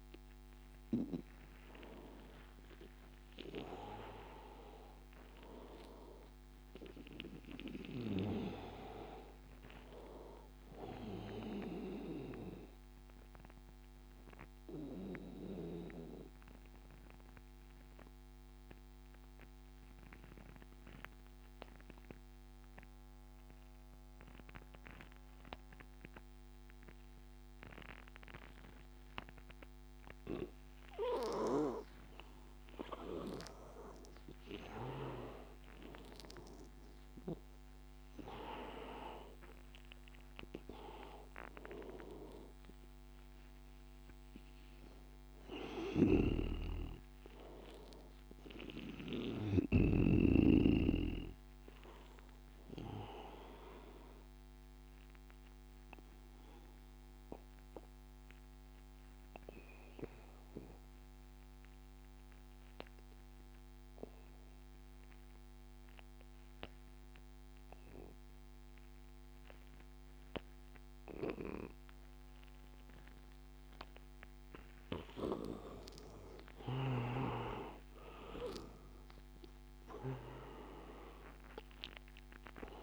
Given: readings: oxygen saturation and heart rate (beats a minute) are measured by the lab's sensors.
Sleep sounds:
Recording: breathing in sleep by a microphone on the trachea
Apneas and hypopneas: 2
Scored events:
2.00-7.00 s: arousal
12.50-30.50 s: obstructive apnea (oxygen 99% before, 87% lowest, heart rate 90 before, 85 extreme, up 4 after)
30.50-55.50 s: oxygen desaturation (device-marked, oxygen 98% before, 87% lowest, heart rate 87 before, 83 extreme)
32.00-36.50 s: arousal
46.00-50.00 s: snoring (device-marked)
54.50-73.50 s: obstructive apnea (oxygen 98% before, 86% lowest, heart rate 91 before, 79 extreme, up 8 after)
74.50-82.82 s: oxygen desaturation (device-marked, oxygen 98% before, 87% lowest, heart rate 87 before, 78 extreme)
76.50-81.50 s: arousal
From the record:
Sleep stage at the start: N2 (light sleep)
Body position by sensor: on the back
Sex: male

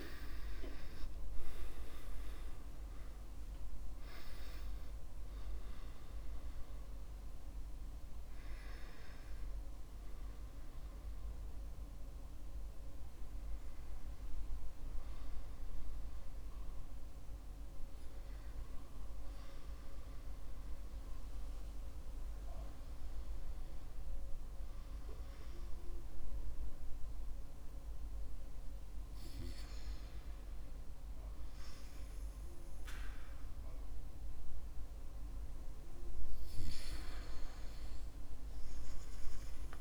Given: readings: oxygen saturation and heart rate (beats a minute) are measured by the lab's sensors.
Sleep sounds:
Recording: breathing in sleep by a room microphone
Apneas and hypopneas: none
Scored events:
0.00-2.00 s: arousal
0.00-27.00 s: oxygen desaturation (device-marked, oxygen 83% before, 73% lowest, heart rate 67 before, 55 extreme)
From the record:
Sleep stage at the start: REM sleep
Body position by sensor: on the back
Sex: male

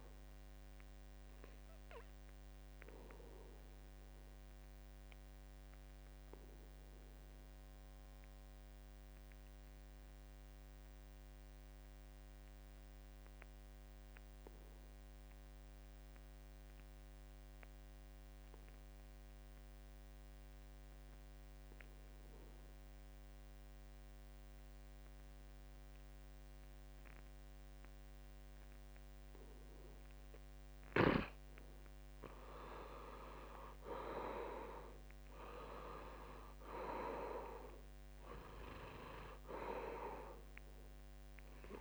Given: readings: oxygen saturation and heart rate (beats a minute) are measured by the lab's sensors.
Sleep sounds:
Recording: breathing in sleep by a microphone on the trachea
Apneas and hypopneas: 1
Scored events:
0.00-14.50 s: oxygen desaturation (device-marked, oxygen 78% lowest, heart rate 67 extreme)
5.00-30.00 s: obstructive apnea (oxygen 97% before, 75% lowest, heart rate 73 before, 67 extreme, up 8 after)
7.50-9.50 s: long interval between heartbeats (device-marked, heart rate 73 before, 68 extreme)
13.50-15.50 s: long interval between heartbeats (device-marked, heart rate 72 before, 69 extreme)
21.50-41.81 s: oxygen desaturation (device-marked, oxygen 95% before, 75% lowest, heart rate 70 before, 67 extreme)
23.00-25.00 s: long interval between heartbeats (device-marked, heart rate 70 before, 71 extreme)
32.00-34.50 s: arousal
From the record:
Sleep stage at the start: N2 (light sleep)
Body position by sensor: on the back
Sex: male

